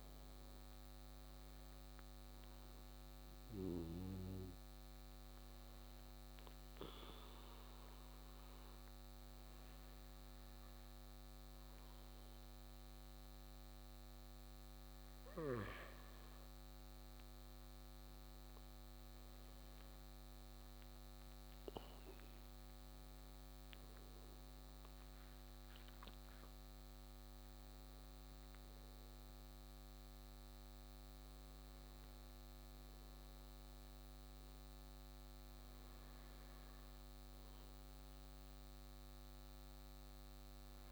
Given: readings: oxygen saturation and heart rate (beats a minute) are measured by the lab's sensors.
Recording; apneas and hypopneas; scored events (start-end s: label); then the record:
breathing in sleep by a microphone on the trachea; 1
2.00-17.00 s: oxygen desaturation (device-marked, oxygen 97% before, 93% lowest, heart rate 62 before, 60 extreme)
4.00-16.00 s: obstructive apnea (oxygen 97% before, 93% lowest, heart rate 62 before, 60 extreme, up 10 after)
20.50-25.00 s: arousal
From the record:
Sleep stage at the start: N2 (light sleep); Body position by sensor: on the right side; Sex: male